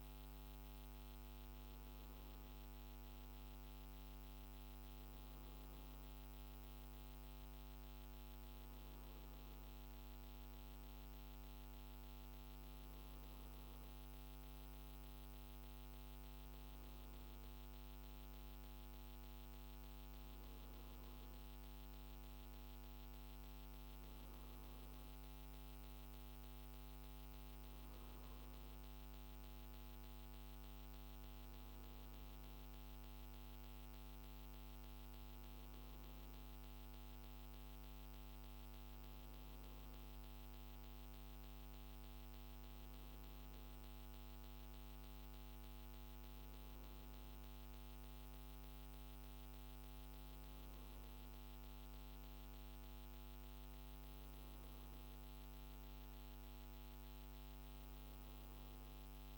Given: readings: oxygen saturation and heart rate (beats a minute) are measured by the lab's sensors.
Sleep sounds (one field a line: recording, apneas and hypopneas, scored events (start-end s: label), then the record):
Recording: breathing in sleep, hard to hear, by a microphone on the trachea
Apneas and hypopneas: none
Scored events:
none scored
From the record:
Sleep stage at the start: N2 (light sleep)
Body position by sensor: on the right side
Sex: male